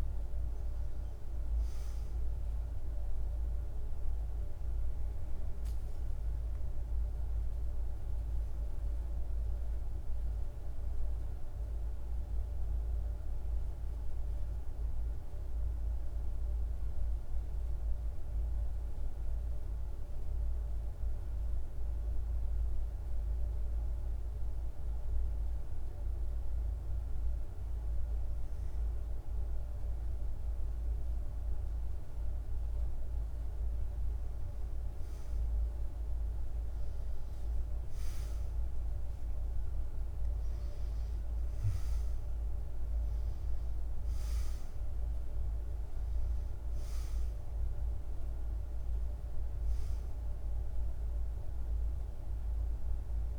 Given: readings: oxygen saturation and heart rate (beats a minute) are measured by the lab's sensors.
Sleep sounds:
breathing in sleep, hard to hear, by a room microphone; 1
0.00-12.50 s: oxygen desaturation (device-marked, oxygen 91% lowest, heart rate 50 extreme)
12.50-31.50 s: central apnea (oxygen 97% before, 90% lowest, heart rate 52 before, 50 extreme, up 12 after)
22.50-53.39 s: new sleep stage, N2 (light sleep)
33.50-38.00 s: arousal
34.50-53.39 s: oxygen desaturation (device-marked, oxygen 97% before, 90% lowest, heart rate 51 before, 49 extreme)
From the record:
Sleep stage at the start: REM sleep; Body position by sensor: on the back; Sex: male

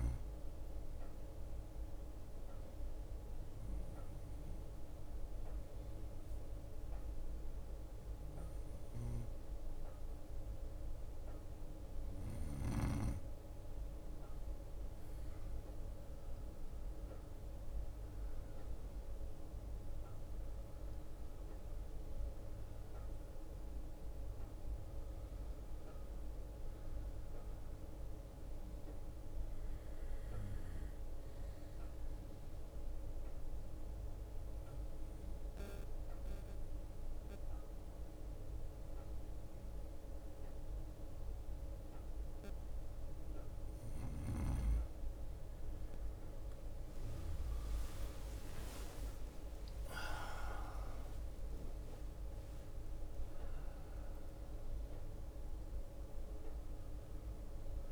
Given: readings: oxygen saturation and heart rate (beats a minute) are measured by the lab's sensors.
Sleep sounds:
breathing in sleep, hard to hear, by a room microphone; 2
0.00-17.50 s: bradycardia (device-marked, heart rate 56 extreme)
1.50-14.00 s: obstructive apnea (oxygen 94% before, 91% lowest, heart rate 61 before, 54 extreme, up 4 after)
15.50-19.50 s: arousal
19.50-45.50 s: bradycardia (device-marked, heart rate 59 before, 54 extreme)
27.50-44.00 s: obstructive apnea (oxygen 93% before, 91% lowest, heart rate 58 before, 54 extreme, up 14 after)
47.00-52.50 s: arousal
48.50-57.92 s: drop in pulse transit time (device-marked, heart rate 56 before, 61 extreme)
49.50-51.50 s: long interval between heartbeats (device-marked, heart rate 56 before, 68 extreme)
From the record:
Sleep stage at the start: N2 (light sleep); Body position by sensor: on the right side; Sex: male

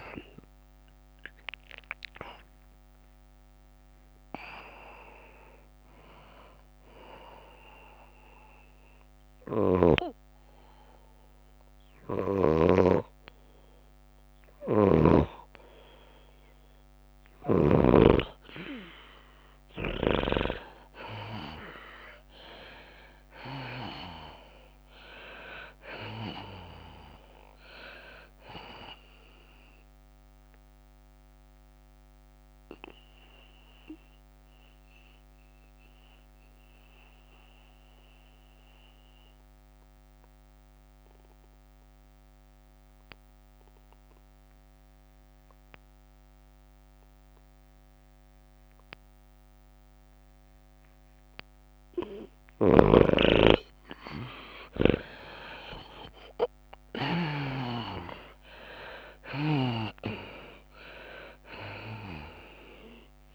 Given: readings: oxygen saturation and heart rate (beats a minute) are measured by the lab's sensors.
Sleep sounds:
breathing in sleep by a microphone on the trachea; 2
0.00-8.50 s: drop in pulse transit time (device-marked, heart rate 88 extreme)
0.00-13.50 s: oxygen desaturation (device-marked, oxygen 84% lowest, heart rate 88 extreme)
0.00-35.50 s: tachycardia (device-marked, heart rate 109 extreme)
2.00-18.50 s: hypopnea (oxygen 98% before, 83% lowest, heart rate 113 before, 98 extreme, up 2 after)
21.50-25.00 s: arousal
24.50-38.50 s: drop in pulse transit time (device-marked, heart rate 104 before, 101 extreme)
25.50-40.50 s: oxygen desaturation (device-marked, oxygen 98% before, 87% lowest, heart rate 104 before, 94 extreme)
31.50-52.50 s: mixed apnea (oxygen 98% before, 83% lowest, heart rate 104 before, 94 extreme, up 8 after)
47.50-63.35 s: oxygen desaturation (device-marked, oxygen 97% before, 83% lowest, heart rate 101 before, 94 extreme)
55.00-58.00 s: arousal
56.50-63.35 s: tachycardia (device-marked, heart rate 104 before, 105 extreme)
58.50-63.35 s: drop in pulse transit time (device-marked, heart rate 96 before, 100 extreme)
From the record:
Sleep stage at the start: N2 (light sleep); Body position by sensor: on the back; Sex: female

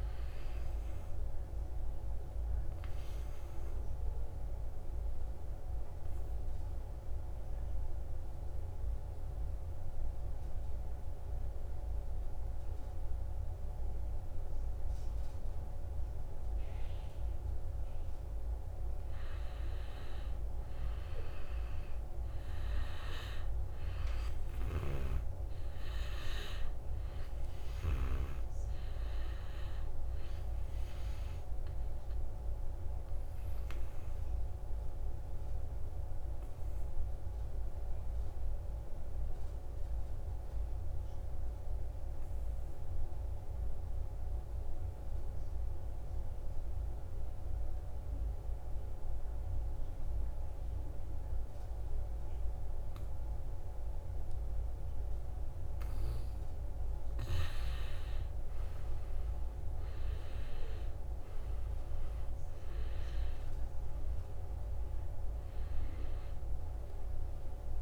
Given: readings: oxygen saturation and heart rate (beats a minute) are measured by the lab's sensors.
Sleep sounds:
breathing in sleep, hard to hear, by a room microphone; 2
0.00-12.00 s: oxygen desaturation (device-marked, oxygen 85% lowest, heart rate 65 extreme)
1.00-18.00 s: obstructive apnea (oxygen 97% before, 84% lowest, heart rate 70 before, 65 extreme, up 4 after)
19.00-22.50 s: arousal
24.50-28.00 s: snoring (device-marked)
27.00-42.00 s: oxygen desaturation (device-marked, oxygen 97% before, 90% lowest, heart rate 68 before, 63 extreme)
31.00-55.50 s: obstructive apnea (oxygen 97% before, 84% lowest, heart rate 67 before, 63 extreme, up 10 after)
52.00-67.82 s: oxygen desaturation (device-marked, oxygen 96% before, 84% lowest, heart rate 66 before, 63 extreme)
57.50-61.00 s: arousal
From the record:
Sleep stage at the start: N2 (light sleep); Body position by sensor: on the back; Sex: male

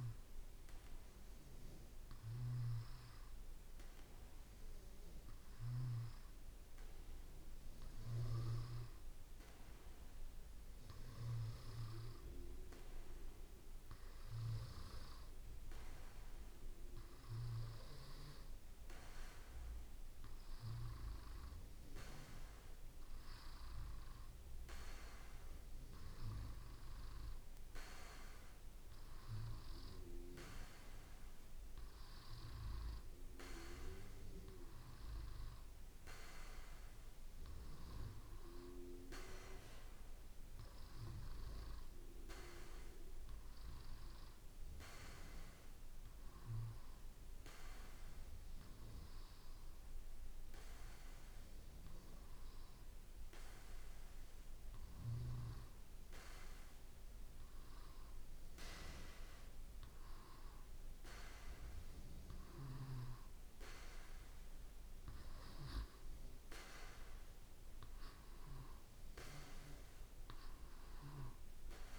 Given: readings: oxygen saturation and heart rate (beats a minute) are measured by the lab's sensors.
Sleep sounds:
breathing in sleep by a room microphone; 1
1.00-15.50 s: hypopnea (oxygen 94% before, 92% lowest, heart rate 55 before, 54 extreme, up 3 after)
19.00-23.50 s: arousal
69.50-71.99 s: arousal
From the record:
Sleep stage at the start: N2 (light sleep); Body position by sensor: on the back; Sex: male

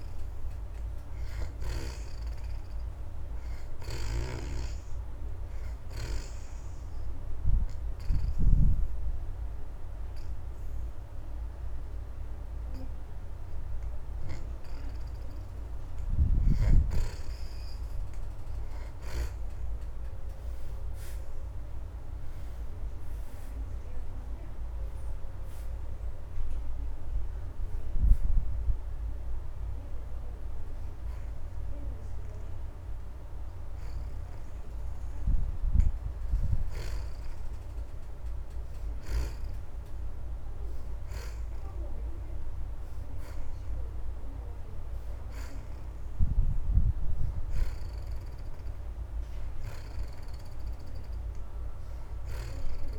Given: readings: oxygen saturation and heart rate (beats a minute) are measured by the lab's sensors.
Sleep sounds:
breathing in sleep by a room microphone; 1
0.00-11.00 s: oxygen desaturation (device-marked, oxygen 74% before, 65% lowest)
6.50-16.50 s: obstructive apnea (oxygen 74% before, 59% lowest)
13.00-25.00 s: oxygen desaturation (device-marked, oxygen 72% before, 65% lowest)
22.00-26.50 s: arousal
27.00-38.00 s: oxygen desaturation (device-marked, oxygen 68% before, 64% lowest)
40.00-49.00 s: oxygen desaturation (device-marked, oxygen 66% before, 59% lowest)
From the record:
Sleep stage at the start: N2 (light sleep); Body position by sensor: on the back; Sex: female

